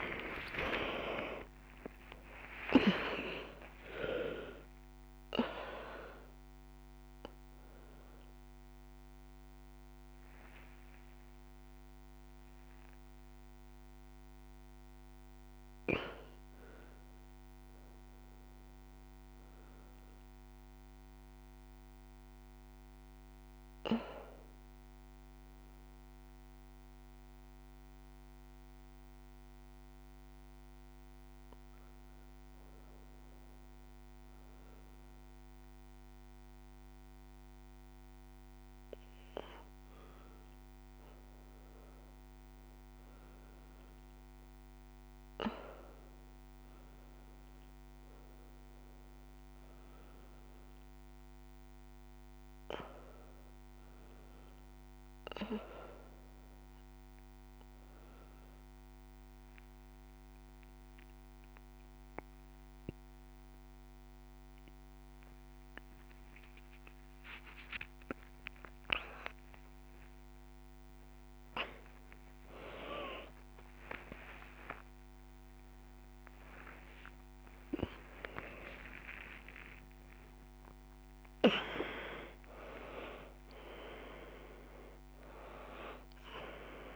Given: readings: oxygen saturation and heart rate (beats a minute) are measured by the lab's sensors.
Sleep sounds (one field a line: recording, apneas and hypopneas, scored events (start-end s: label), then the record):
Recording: breathing in sleep by a microphone on the trachea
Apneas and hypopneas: 2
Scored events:
0.00-33.00 s: oxygen desaturation (device-marked, oxygen 80% lowest, heart rate 58 extreme)
9.00-69.00 s: new sleep stage, N1 (lightest sleep)
23.00-38.50 s: obstructive apnea (oxygen 92% before, 80% lowest, heart rate 79 before, 58 extreme, up 5 after)
39.50-44.50 s: arousal
46.00-68.00 s: oxygen desaturation (device-marked, oxygen 97% before, 93% lowest, heart rate 59 before, 62 extreme)
56.50-68.50 s: obstructive apnea (oxygen 97% before, 92% lowest, heart rate 61 before, 68 extreme)
69.00-86.96 s: new sleep stage, awake
From the record:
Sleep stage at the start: N2 (light sleep)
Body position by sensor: on the back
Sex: female